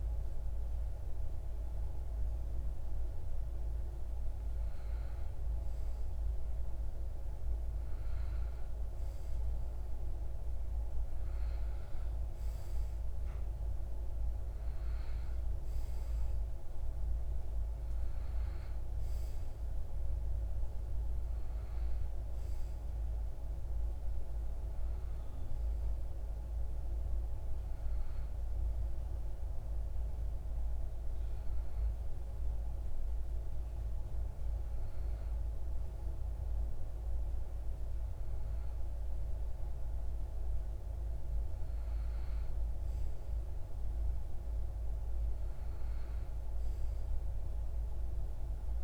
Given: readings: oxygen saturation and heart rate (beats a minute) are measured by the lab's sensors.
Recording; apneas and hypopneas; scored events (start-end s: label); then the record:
breathing in sleep, hard to hear, by a room microphone; none
none scored
From the record:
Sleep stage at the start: REM sleep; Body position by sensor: on the back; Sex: male